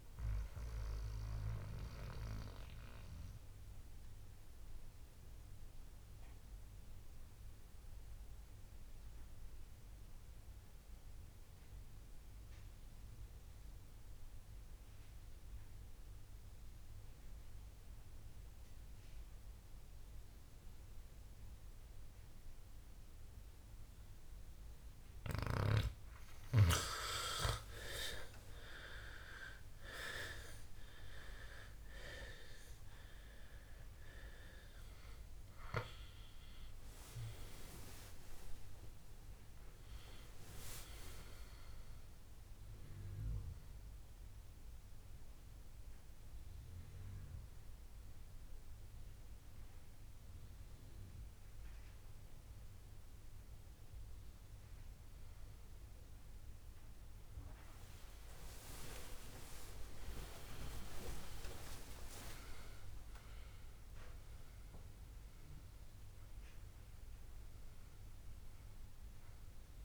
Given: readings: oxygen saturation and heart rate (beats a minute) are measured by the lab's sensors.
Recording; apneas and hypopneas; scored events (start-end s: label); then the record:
breathing in sleep by a room microphone; 2
0.50-24.00 s: obstructive apnea (oxygen 99% before, 90% lowest, heart rate 68 before, 60 extreme, up 13 after)
22.50-55.50 s: oxygen desaturation (device-marked, oxygen 98% before, 90% lowest, heart rate 61 before, 62 extreme)
27.50-31.50 s: arousal
43.50-56.50 s: hypopnea (oxygen 98% before, 90% lowest, heart rate 72 before, 62 extreme, up 23 after)
58.50-62.50 s: arousal
From the record:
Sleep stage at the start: N2 (light sleep); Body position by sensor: on the back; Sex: male